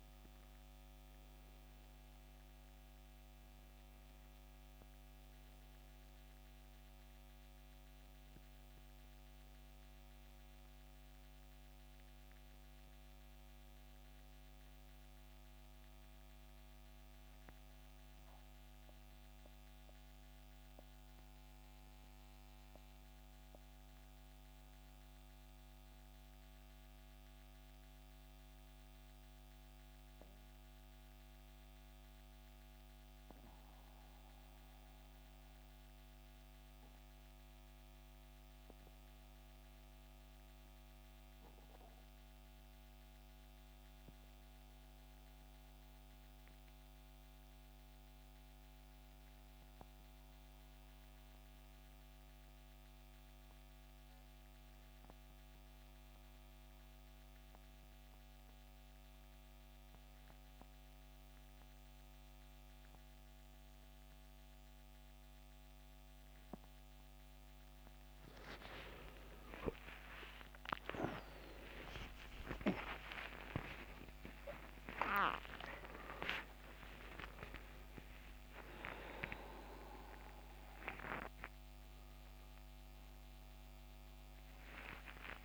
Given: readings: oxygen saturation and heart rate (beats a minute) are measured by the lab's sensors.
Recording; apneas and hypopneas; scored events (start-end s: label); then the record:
breathing in sleep by a microphone on the trachea; 1
0.00-16.50 s: oxygen desaturation (device-marked, oxygen 89% lowest, heart rate 62 extreme)
18.00-66.00 s: mixed apnea (oxygen 95% before, 85% lowest, heart rate 75 before, 55 extreme)
18.50-25.50 s: oxygen desaturation (device-marked, oxygen 91% before, 87% lowest, heart rate 74 before, 61 extreme)
45.50-83.50 s: oxygen desaturation (device-marked, oxygen 95% before, 85% lowest, heart rate 65 before, 55 extreme)
65.50-85.45 s: new sleep stage, awake
From the record:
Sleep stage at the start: N2 (light sleep); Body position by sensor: on the back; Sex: male